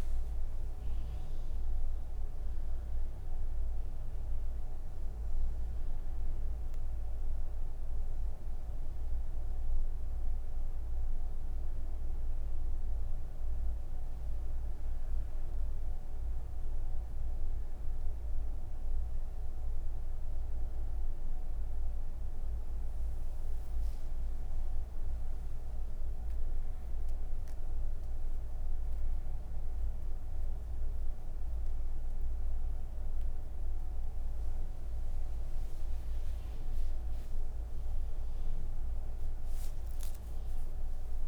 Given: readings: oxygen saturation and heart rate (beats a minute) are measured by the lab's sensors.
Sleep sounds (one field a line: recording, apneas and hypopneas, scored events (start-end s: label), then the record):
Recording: breathing in sleep, hard to hear, by a room microphone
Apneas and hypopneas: none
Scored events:
none scored
From the record:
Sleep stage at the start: N1 (lightest sleep)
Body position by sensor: on the right side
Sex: female